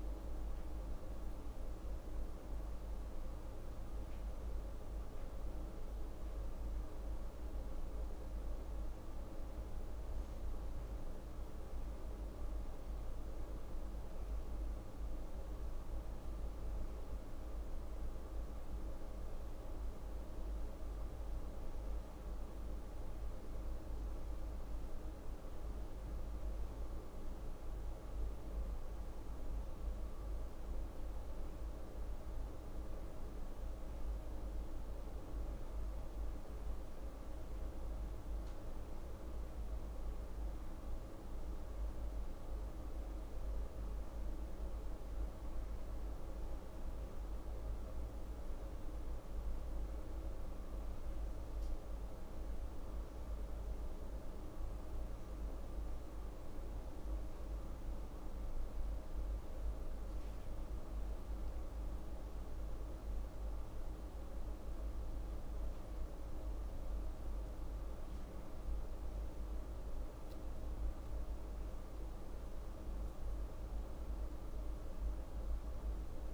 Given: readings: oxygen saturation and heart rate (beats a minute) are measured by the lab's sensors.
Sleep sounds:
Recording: breathing in sleep, hard to hear, by a room microphone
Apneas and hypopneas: none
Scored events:
none scored
From the record:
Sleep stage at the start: N1 (lightest sleep)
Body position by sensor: on the right side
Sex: female

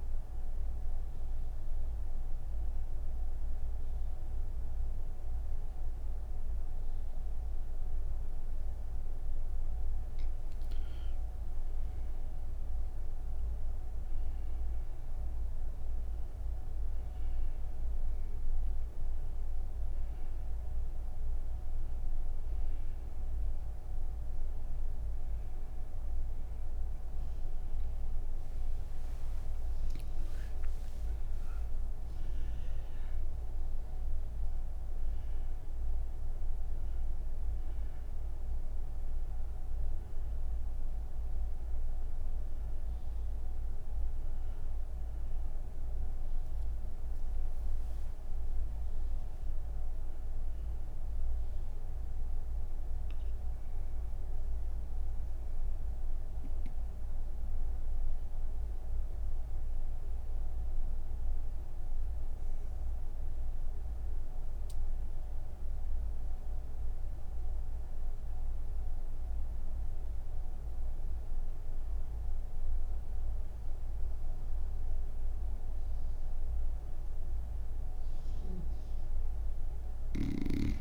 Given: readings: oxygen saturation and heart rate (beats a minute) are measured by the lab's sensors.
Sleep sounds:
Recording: breathing in sleep, hard to hear, by a room microphone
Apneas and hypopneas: none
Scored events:
16.50-66.50 s: oxygen desaturation (device-marked, oxygen 98% before, 89% lowest)
28.50-80.81 s: new sleep stage, N1 (lightest sleep)
From the record:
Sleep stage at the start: N2 (light sleep)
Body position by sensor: on the right side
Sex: female

